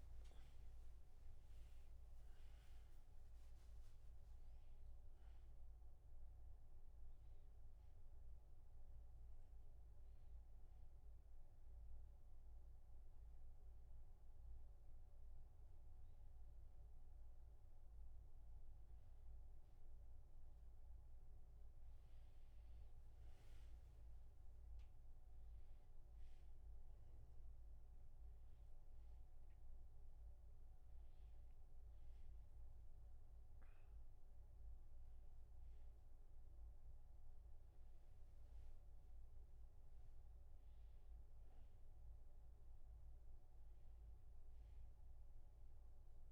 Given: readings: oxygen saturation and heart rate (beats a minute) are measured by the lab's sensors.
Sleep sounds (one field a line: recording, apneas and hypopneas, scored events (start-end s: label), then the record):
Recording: a person awake in a sleep study, hard to hear, by a room microphone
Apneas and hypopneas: none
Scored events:
none scored
From the record:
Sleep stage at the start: awake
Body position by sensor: on the back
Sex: male